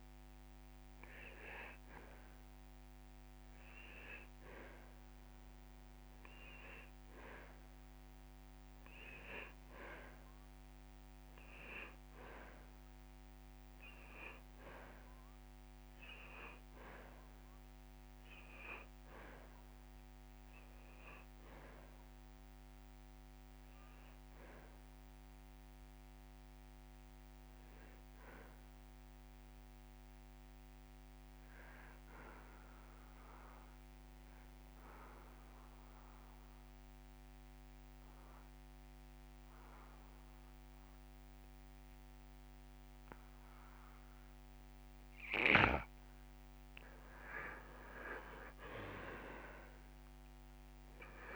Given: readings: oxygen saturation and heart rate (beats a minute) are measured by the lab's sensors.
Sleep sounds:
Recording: breathing in sleep by a microphone on the trachea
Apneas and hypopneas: 1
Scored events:
25.50-28.00 s: arousal
30.50-45.50 s: obstructive apnea (oxygen 96% before, 87% lowest)
48.00-51.00 s: arousal
From the record:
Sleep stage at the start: N2 (light sleep)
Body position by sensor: on the back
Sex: male

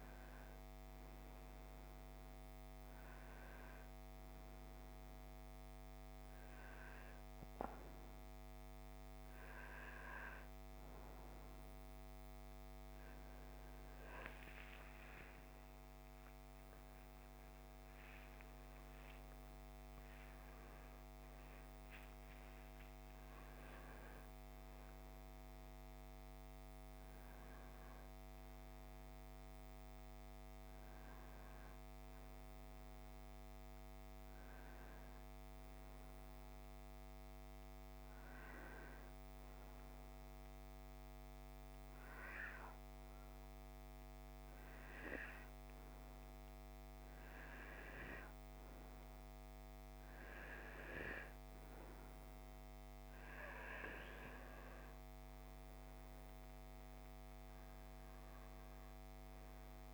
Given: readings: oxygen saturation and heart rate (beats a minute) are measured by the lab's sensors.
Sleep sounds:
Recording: a person partly awake in a sleep study, by a microphone on the trachea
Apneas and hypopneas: 1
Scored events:
27.00-59.94 s: new sleep stage, N1 (lightest sleep)
38.50-50.50 s: hypopnea (oxygen 95% before, 92% lowest, heart rate 54 before, 31 extreme, up 35 after)
52.50-56.00 s: arousal
57.00-59.94 s: oxygen desaturation (device-marked, oxygen 96% before, 92% lowest, heart rate 47 before, 31 extreme)
From the record:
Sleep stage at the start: awake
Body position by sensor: on the right side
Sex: male

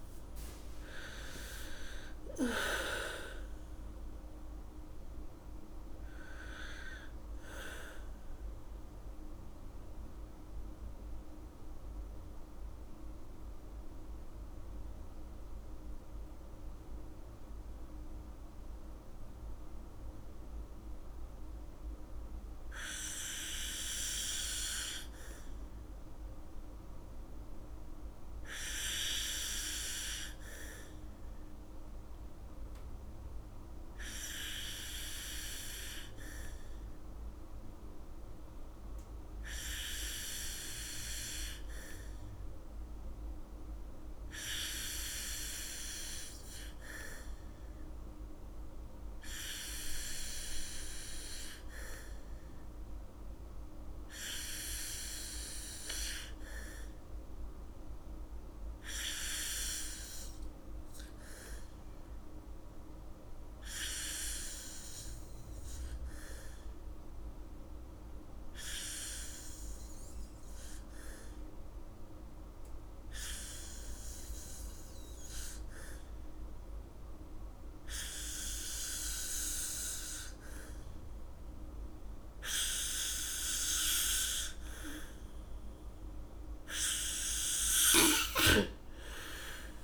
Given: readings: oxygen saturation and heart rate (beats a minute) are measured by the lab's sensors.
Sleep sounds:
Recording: breathing in sleep by a room microphone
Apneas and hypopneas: 1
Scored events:
3.00-22.00 s: oxygen desaturation (device-marked, oxygen 84% before, 77% lowest, heart rate 68 before, 72 extreme)
10.00-85.50 s: mixed apnea (oxygen 85% before, 76% lowest, heart rate 72 before, 61 extreme, up 18 after)
33.00-41.00 s: oxygen desaturation (device-marked, oxygen 100% before, 91% lowest, heart rate 78 before, 65 extreme)
48.00-81.00 s: oxygen desaturation (device-marked, oxygen 93% before, 86% lowest, heart rate 77 before, 61 extreme)
88.00-89.83 s: arousal
From the record:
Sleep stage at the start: N2 (light sleep)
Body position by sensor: on the back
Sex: female

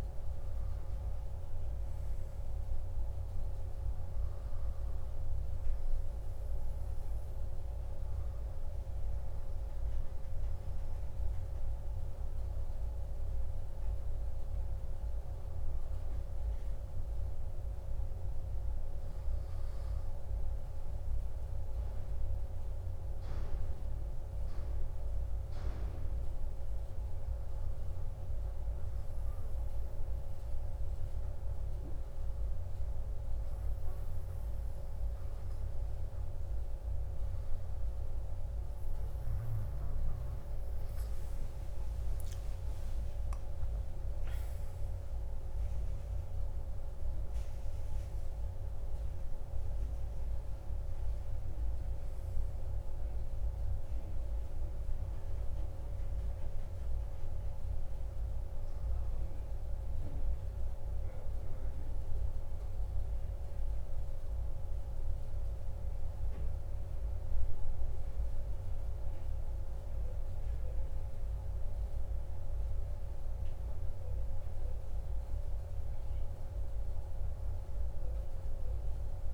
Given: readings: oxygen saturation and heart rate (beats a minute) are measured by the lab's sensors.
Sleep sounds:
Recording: breathing in sleep, hard to hear, by a room microphone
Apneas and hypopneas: none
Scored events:
41.50-46.00 s: arousal
From the record:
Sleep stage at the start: N1 (lightest sleep)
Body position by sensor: on the back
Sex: male

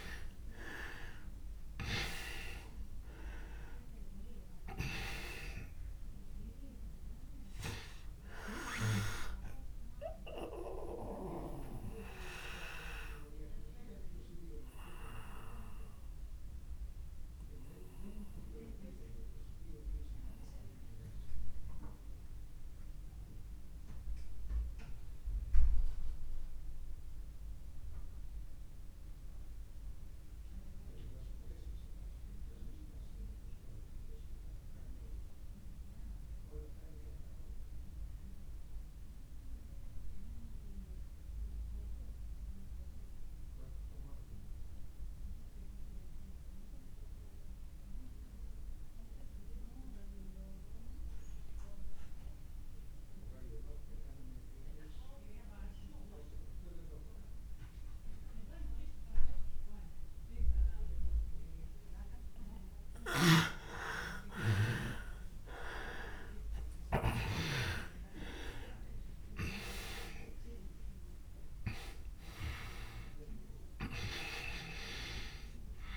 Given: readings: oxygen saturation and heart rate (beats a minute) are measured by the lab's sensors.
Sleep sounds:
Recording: breathing in sleep by a room microphone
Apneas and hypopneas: 1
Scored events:
0.00-1.50 s: arousal
0.00-30.50 s: oxygen desaturation (device-marked, oxygen 82% lowest)
10.00-63.00 s: obstructive apnea (oxygen 97% before, 81% lowest)
49.50-75.97 s: oxygen desaturation (device-marked, oxygen 99% before, 81% lowest)
64.50-68.00 s: arousal
From the record:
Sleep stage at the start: N2 (light sleep)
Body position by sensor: on the back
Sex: male

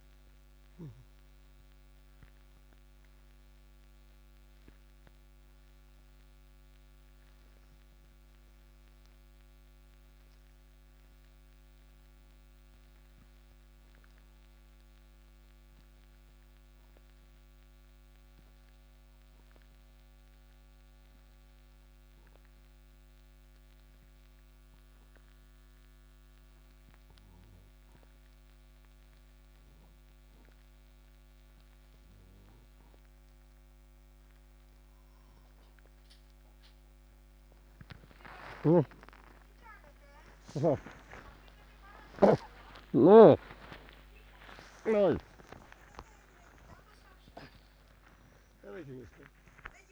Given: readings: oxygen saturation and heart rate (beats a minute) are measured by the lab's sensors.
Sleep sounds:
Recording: breathing in sleep by a microphone on the trachea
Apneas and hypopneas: 1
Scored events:
0.00-1.00 s: arousal
0.00-31.00 s: oxygen desaturation (device-marked, oxygen 86% lowest)
15.50-34.00 s: obstructive apnea (oxygen 97% before, 86% lowest)
38.50-42.50 s: snoring (device-marked)
43.00-49.92 s: new sleep stage, awake
48.50-49.92 s: snoring (device-marked)
From the record:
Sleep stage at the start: N2 (light sleep)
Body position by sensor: on the right side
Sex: male

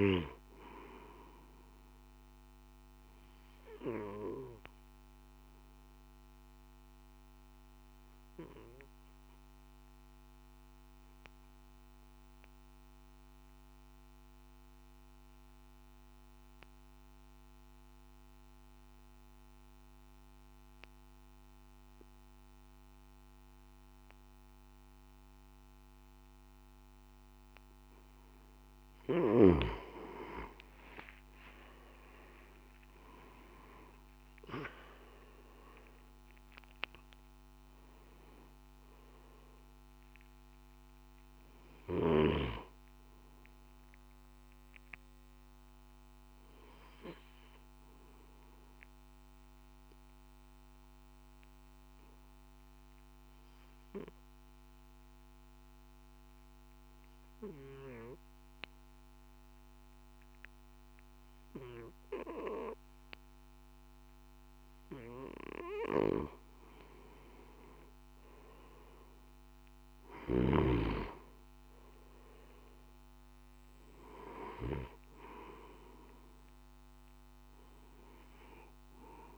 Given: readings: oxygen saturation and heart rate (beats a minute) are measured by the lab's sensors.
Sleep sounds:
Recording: breathing in sleep by a microphone on the trachea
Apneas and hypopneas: 2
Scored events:
2.50-18.50 s: oxygen desaturation (device-marked, oxygen 97% before, 92% lowest, heart rate 54 before, 50 extreme)
3.50-28.00 s: obstructive apnea (oxygen 97% before, 87% lowest, heart rate 54 before, 50 extreme, up 12 after)
23.50-25.50 s: long interval between heartbeats (device-marked, heart rate 52 before, 56 extreme)
29.50-59.50 s: oxygen desaturation (device-marked, oxygen 97% before, 87% lowest, heart rate 53 before, 51 extreme)
47.50-65.00 s: obstructive apnea (oxygen 97% before, 87% lowest, heart rate 59 before, 51 extreme, up 7 after)
From the record:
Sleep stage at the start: N2 (light sleep)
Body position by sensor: on the back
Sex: male

